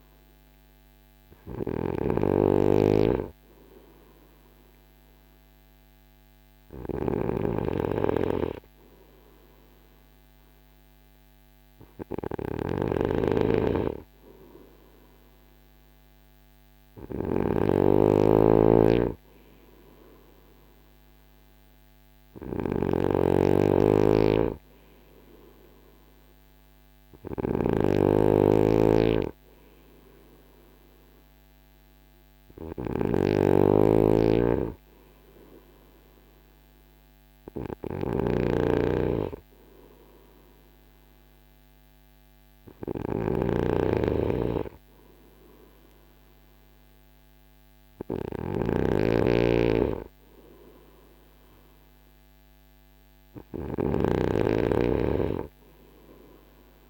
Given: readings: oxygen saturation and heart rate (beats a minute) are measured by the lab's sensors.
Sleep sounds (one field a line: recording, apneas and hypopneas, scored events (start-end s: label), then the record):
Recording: breathing in sleep by a microphone on the trachea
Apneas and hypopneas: none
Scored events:
0.00-56.90 s: snoring (device-marked)
From the record:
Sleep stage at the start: N3 (deep sleep)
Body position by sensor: on the front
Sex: male